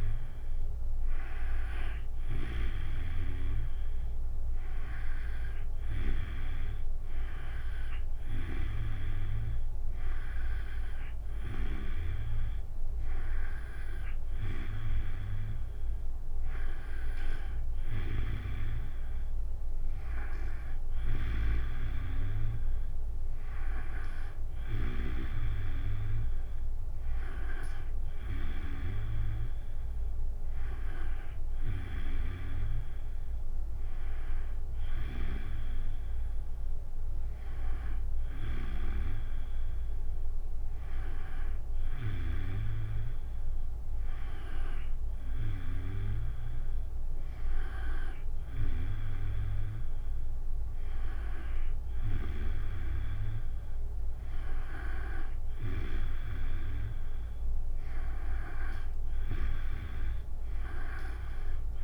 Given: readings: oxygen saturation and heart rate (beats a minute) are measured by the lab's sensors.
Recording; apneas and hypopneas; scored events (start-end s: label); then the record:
breathing in sleep by a room microphone; none
none scored
From the record:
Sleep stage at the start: N2 (light sleep); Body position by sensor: on the back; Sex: female